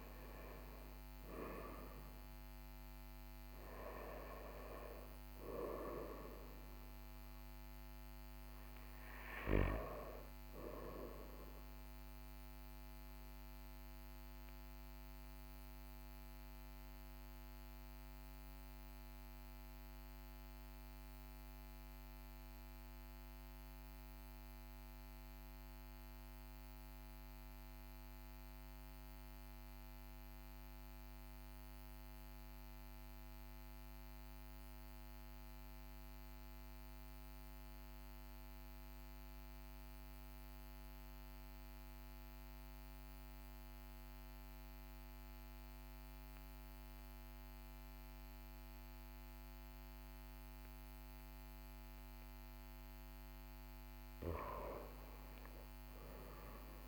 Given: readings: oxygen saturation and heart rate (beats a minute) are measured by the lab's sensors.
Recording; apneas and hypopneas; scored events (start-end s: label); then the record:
breathing in sleep by a microphone on the trachea; 1
4.00-26.00 s: oxygen desaturation (device-marked, oxygen 96% before, 90% lowest, heart rate 46 before, 40 extreme)
12.00-52.00 s: obstructive apnea (oxygen 97% before, 90% lowest, heart rate 45 before, 40 extreme, up 2 after)
54.00-56.88 s: arousal
From the record:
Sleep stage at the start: REM sleep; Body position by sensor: on the back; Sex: male